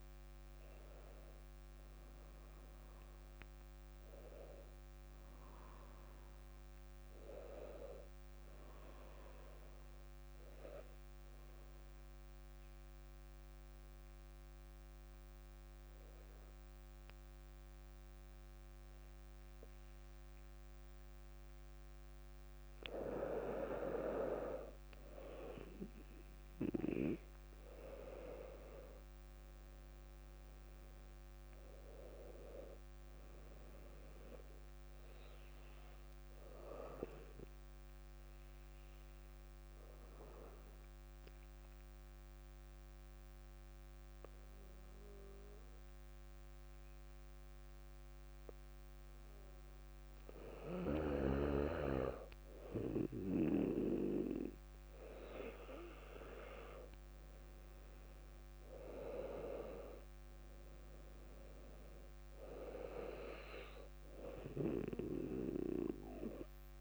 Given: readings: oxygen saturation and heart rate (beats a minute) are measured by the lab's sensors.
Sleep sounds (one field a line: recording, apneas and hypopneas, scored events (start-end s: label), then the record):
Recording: breathing in sleep by a microphone on the trachea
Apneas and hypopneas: 2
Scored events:
0.00-22.00 s: oxygen desaturation (device-marked, oxygen 95% lowest, heart rate 57 extreme)
7.00-66.81 s: new sleep stage, N2 (light sleep)
9.50-22.50 s: mixed apnea (oxygen 100% before, 95% lowest, heart rate 62 before, 57 extreme, up 4 after)
28.00-32.00 s: arousal
32.00-45.00 s: oxygen desaturation (device-marked, oxygen 100% before, 95% lowest, heart rate 58 before, 58 extreme)
37.00-50.50 s: mixed apnea (oxygen 100% before, 95% lowest, heart rate 59 before, 56 extreme, up 4 after)
54.00-58.00 s: arousal
57.00-66.81 s: oxygen desaturation (device-marked, oxygen 99% before, 95% lowest, heart rate 59 before, 56 extreme)
From the record:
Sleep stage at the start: N1 (lightest sleep)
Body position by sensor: on the back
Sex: female